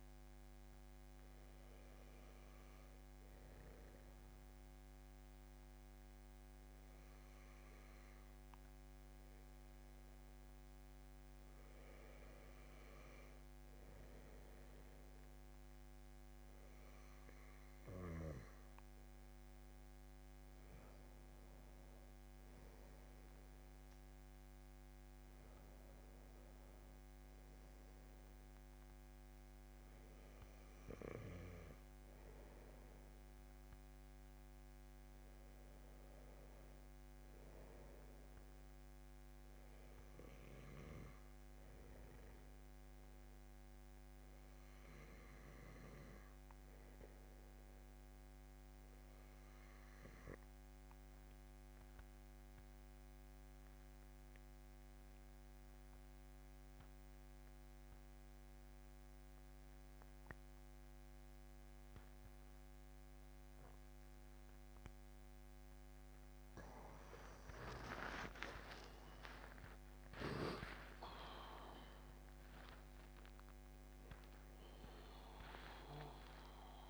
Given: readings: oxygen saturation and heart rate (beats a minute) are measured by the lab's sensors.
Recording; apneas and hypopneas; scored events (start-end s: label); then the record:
breathing in sleep by a microphone on the trachea; 2
0.50-15.00 s: hypopnea (oxygen 96% before, 91% lowest, heart rate 75 before, 74 extreme, up 4 after)
16.50-19.50 s: arousal
48.00-65.00 s: obstructive apnea (oxygen 96% before, 90% lowest, heart rate 77 before, 75 extreme, up 10 after)
68.00-72.50 s: arousal
71.00-76.90 s: oxygen desaturation (device-marked, oxygen 95% before, 90% lowest, heart rate 82 before, 73 extreme)
From the record:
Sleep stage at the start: N2 (light sleep); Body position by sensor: on the back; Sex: male